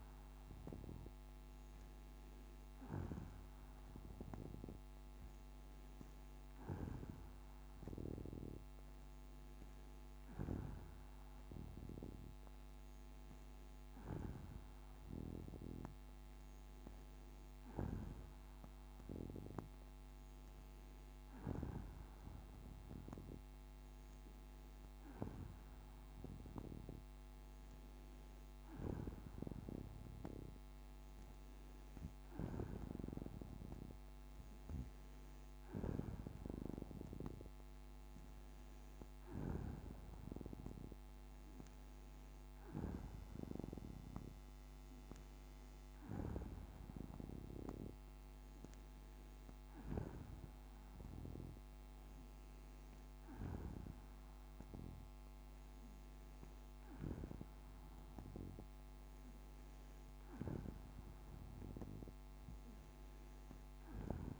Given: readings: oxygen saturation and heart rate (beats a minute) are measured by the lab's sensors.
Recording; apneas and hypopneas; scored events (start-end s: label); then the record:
breathing in sleep by a microphone on the trachea; none
none scored
From the record:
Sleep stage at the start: N2 (light sleep); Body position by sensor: on the back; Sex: female